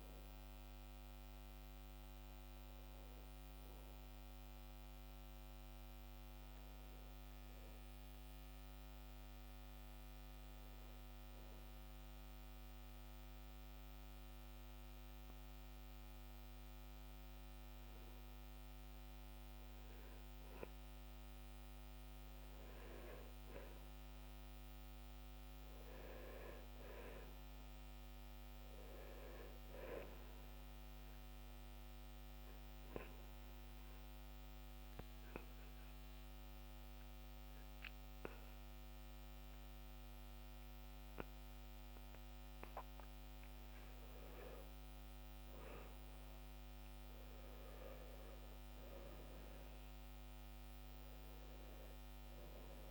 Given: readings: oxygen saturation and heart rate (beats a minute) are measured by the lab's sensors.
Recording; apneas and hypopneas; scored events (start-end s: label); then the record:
breathing in sleep by a microphone on the trachea; 2
2.00-6.00 s: arousal
12.50-23.00 s: obstructive apnea (oxygen 96% before, 92% lowest, heart rate 71 before, 65 extreme, up 3 after)
23.50-27.50 s: arousal
31.00-43.50 s: obstructive apnea (oxygen 96% before, 92% lowest, heart rate 68 before, 65 extreme, up 9 after)
48.50-52.50 s: arousal
From the record:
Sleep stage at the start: REM sleep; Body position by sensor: on the back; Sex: male